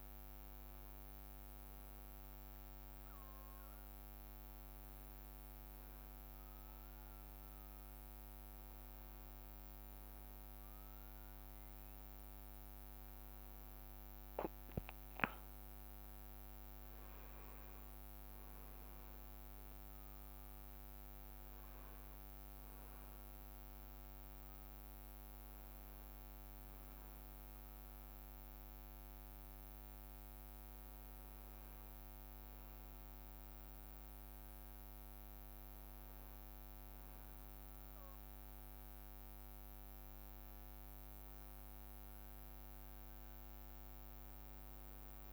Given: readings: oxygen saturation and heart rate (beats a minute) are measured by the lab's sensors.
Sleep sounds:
breathing in sleep, hard to hear, by a microphone on the trachea; 1
5.50-16.00 s: hypopnea (oxygen 98% before, 97% lowest, heart rate 63 before, 57 extreme, up 6 after)
18.50-22.00 s: arousal
From the record:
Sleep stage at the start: N2 (light sleep); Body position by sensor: on the back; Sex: male

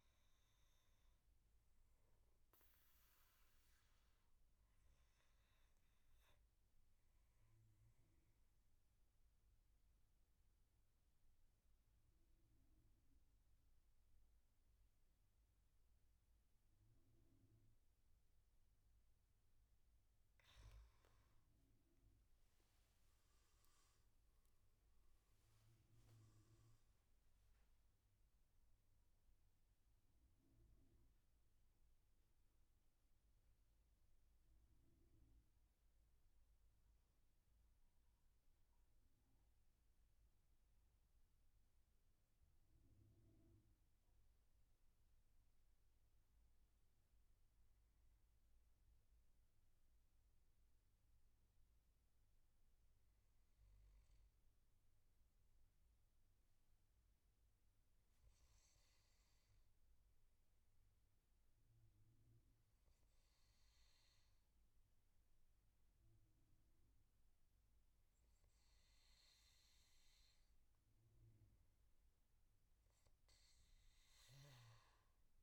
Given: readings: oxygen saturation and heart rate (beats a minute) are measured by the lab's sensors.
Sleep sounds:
breathing in sleep, hard to hear, by a room microphone; 2
2.00-20.00 s: obstructive apnea (oxygen 96% before, 92% lowest, heart rate 73 before, 61 extreme, up 13 after)
22.50-26.00 s: arousal
25.50-36.50 s: oxygen desaturation (device-marked, oxygen 96% before, 92% lowest, heart rate 76 before, 61 extreme)
48.00-71.00 s: obstructive apnea (oxygen 99% before, 95% lowest, heart rate 68 before, 70 extreme, up 6 after)
73.00-75.42 s: arousal
From the record:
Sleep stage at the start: N2 (light sleep); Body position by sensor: on the back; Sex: male

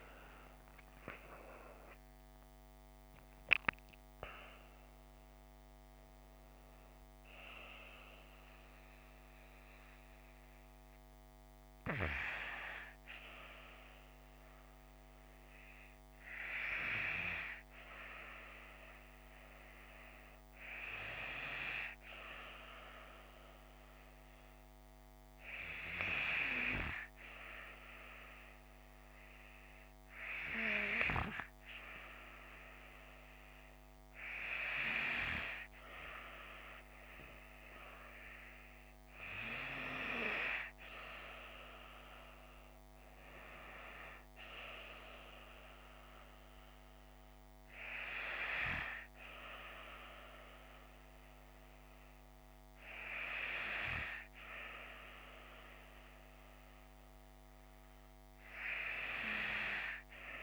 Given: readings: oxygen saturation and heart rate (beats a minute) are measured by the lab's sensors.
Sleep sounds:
breathing in sleep by a microphone on the trachea; 1
23.50-36.50 s: hypopnea (oxygen 97% before, 95% lowest)
40.50-44.00 s: arousal
From the record:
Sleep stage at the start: N2 (light sleep); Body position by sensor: on the left side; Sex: female

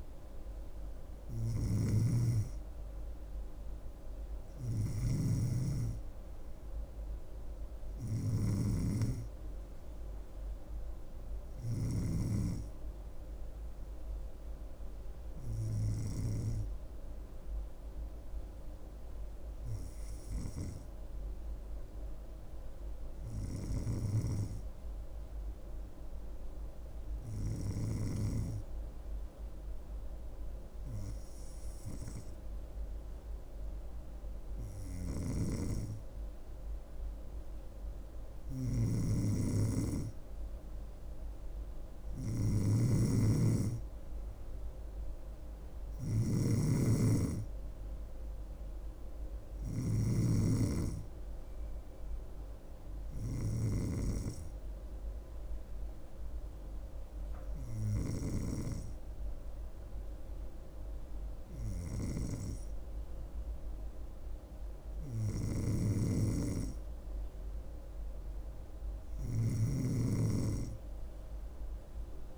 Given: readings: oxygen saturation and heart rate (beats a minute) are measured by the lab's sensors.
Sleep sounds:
breathing in sleep by a room microphone; none
1.50-12.00 s: snoring (device-marked)
38.50-50.00 s: snoring (device-marked)
65.50-72.38 s: snoring (device-marked)
From the record:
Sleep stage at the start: N2 (light sleep); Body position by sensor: on the back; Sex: female

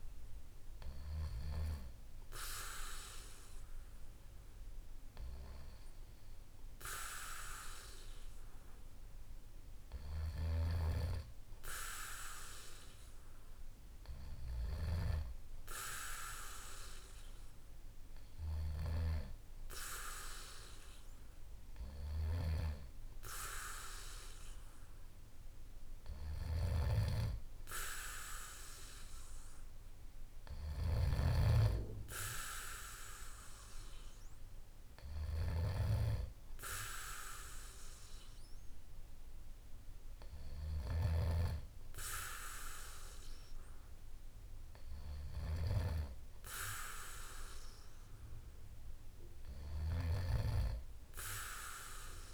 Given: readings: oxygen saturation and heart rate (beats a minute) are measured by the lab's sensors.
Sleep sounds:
breathing in sleep by a room microphone; none
none scored
From the record:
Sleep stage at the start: N2 (light sleep); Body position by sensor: on the back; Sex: male

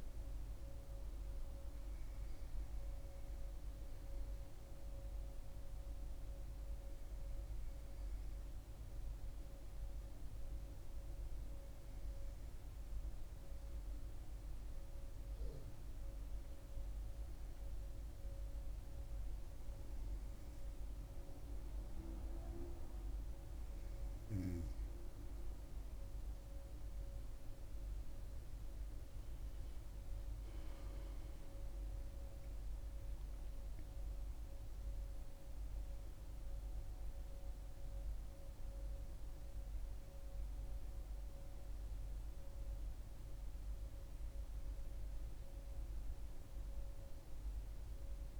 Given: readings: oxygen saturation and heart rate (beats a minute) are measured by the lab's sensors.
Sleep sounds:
breathing in sleep, hard to hear, by a room microphone; 1
0.00-1.00 s: arousal
0.00-14.50 s: oxygen desaturation (device-marked, oxygen 96% lowest, heart rate 64 extreme)
10.00-25.50 s: hypopnea (oxygen 99% before, 95% lowest, heart rate 67 before, 66 extreme, up 4 after)
26.50-32.00 s: arousal
From the record:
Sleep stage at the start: N2 (light sleep); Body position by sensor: on the back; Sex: female

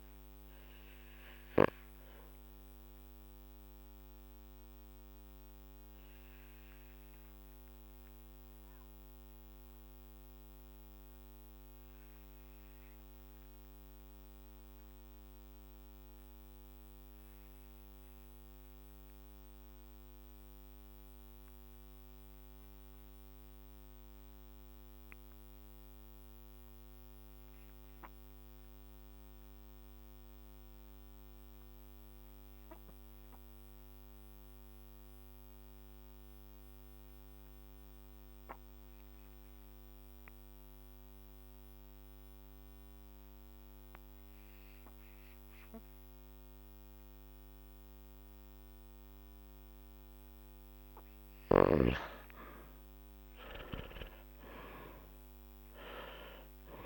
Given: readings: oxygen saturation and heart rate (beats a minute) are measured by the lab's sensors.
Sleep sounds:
breathing in sleep by a microphone on the trachea; 1
0.00-2.50 s: oxygen desaturation (device-marked, oxygen 88% lowest, heart rate 43 extreme)
1.00-50.00 s: obstructive apnea (oxygen 96% before, 85% lowest, heart rate 49 before, 43 extreme, up 12 after)
29.50-46.50 s: oxygen desaturation (device-marked, oxygen 98% before, 90% lowest, heart rate 44 before, 46 extreme)
52.50-56.86 s: arousal
From the record:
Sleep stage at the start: N2 (light sleep); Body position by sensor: on the back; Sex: male

